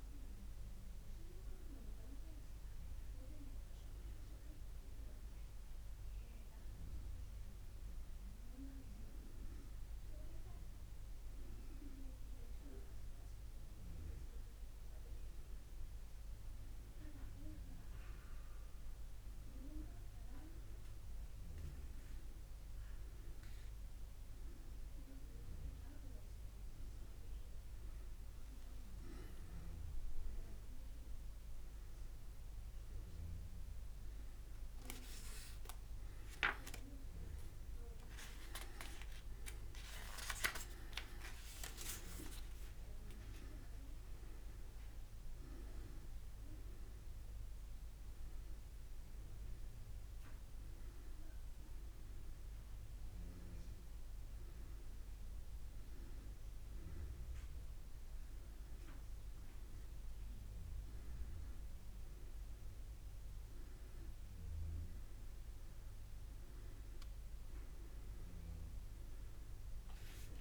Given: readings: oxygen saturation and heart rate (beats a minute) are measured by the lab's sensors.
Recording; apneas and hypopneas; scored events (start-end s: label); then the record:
a person awake in a sleep study, by a room microphone; none
none scored
From the record:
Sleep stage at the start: awake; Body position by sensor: on the back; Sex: male